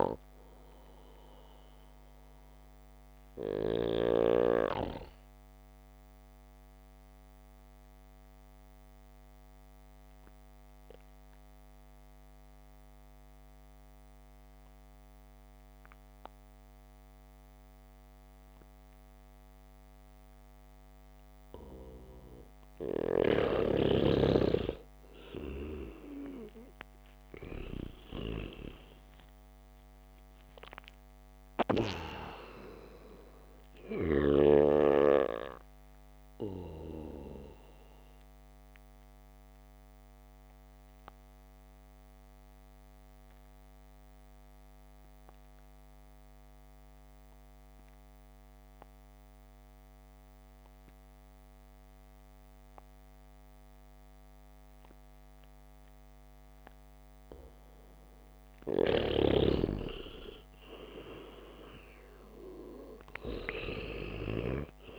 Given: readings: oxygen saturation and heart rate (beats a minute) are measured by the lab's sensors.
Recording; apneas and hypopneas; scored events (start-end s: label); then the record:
breathing in sleep by a microphone on the trachea; 2
0.00-5.00 s: snoring (device-marked)
0.00-16.50 s: oxygen desaturation (device-marked, oxygen 87% lowest, heart rate 63 extreme)
6.00-22.00 s: mixed apnea (oxygen 99% before, 87% lowest, heart rate 70 before, 63 extreme, up 1 after)
23.00-27.50 s: arousal
25.50-53.50 s: oxygen desaturation (device-marked, oxygen 99% before, 88% lowest, heart rate 72 before, 62 extreme)
38.50-57.00 s: obstructive apnea (oxygen 99% before, 88% lowest, heart rate 69 before, 62 extreme, up 3 after)
60.00-64.99 s: arousal
From the record:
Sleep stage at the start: REM sleep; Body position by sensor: on the back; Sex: male